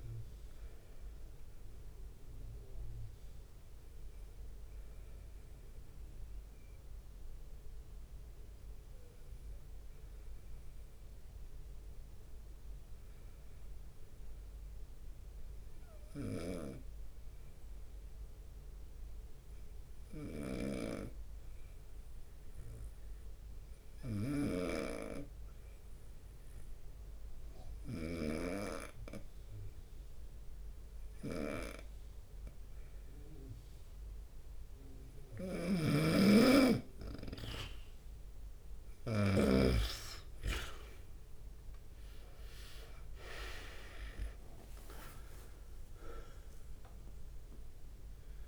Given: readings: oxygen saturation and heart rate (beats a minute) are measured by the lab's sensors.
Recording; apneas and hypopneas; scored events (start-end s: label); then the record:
breathing in sleep by a room microphone; 1
0.00-5.00 s: oxygen desaturation (device-marked, oxygen 89% lowest, heart rate 70 extreme)
4.00-33.50 s: obstructive apnea (oxygen 97% before, 91% lowest, heart rate 74 before, 69 extreme, up 1 after)
16.50-40.00 s: snoring (device-marked)
27.00-48.48 s: oxygen desaturation (device-marked, oxygen 98% before, 91% lowest, heart rate 71 before, 69 extreme)
38.00-42.00 s: arousal
39.00-48.48 s: drop in pulse transit time (device-marked, heart rate 72 before, 71 extreme)
44.50-48.00 s: leg movement (device-marked)
From the record:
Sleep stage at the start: N2 (light sleep); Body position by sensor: on the right side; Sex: male